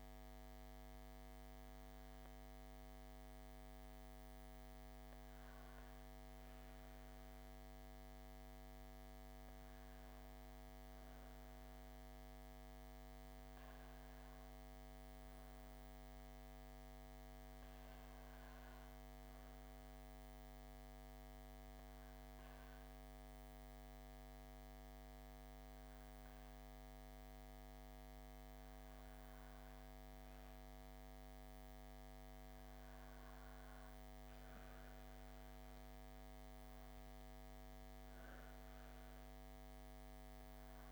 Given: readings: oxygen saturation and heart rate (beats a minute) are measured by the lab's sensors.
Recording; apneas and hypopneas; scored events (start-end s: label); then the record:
breathing in sleep, hard to hear, by a microphone on the trachea; 1
0.00-12.00 s: oxygen desaturation (device-marked, oxygen 94% lowest, heart rate 61 extreme)
18.00-30.50 s: hypopnea (oxygen 97% before, 91% lowest, heart rate 66 before, 65 extreme, up 4 after)
33.00-37.00 s: arousal
From the record:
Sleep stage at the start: N2 (light sleep); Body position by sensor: on the back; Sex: female